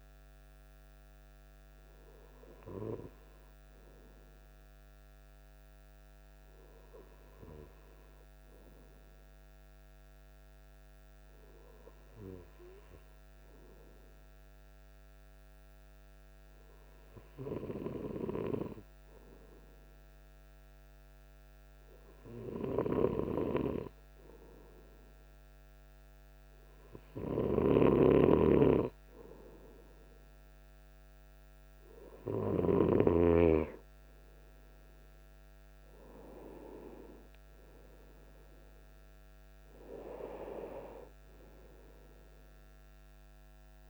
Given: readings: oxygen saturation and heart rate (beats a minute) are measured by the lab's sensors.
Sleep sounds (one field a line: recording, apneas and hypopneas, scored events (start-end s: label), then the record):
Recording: breathing in sleep by a microphone on the trachea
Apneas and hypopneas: 1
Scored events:
6.00-29.00 s: hypopnea (oxygen 97% before, 96% lowest, heart rate 54 before, 50 extreme, up 3 after)
31.50-35.00 s: arousal
From the record:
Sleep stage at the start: N2 (light sleep)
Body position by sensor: on the right side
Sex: male